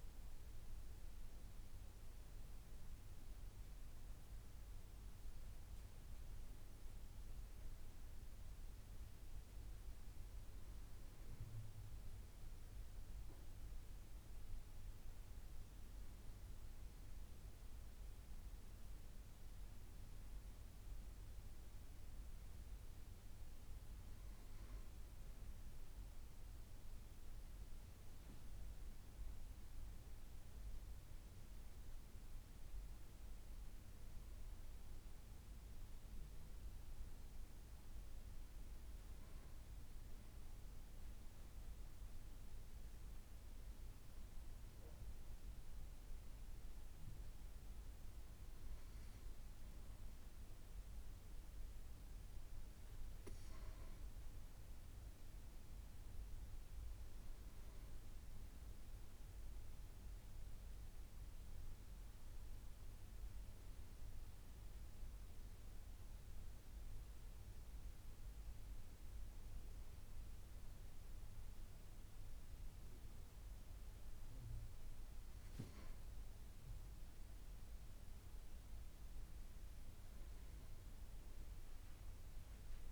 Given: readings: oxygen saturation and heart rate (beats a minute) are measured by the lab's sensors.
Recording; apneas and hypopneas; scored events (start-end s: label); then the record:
breathing in sleep, hard to hear, by a room microphone; none
none scored
From the record:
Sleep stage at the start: N2 (light sleep); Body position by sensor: on the back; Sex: female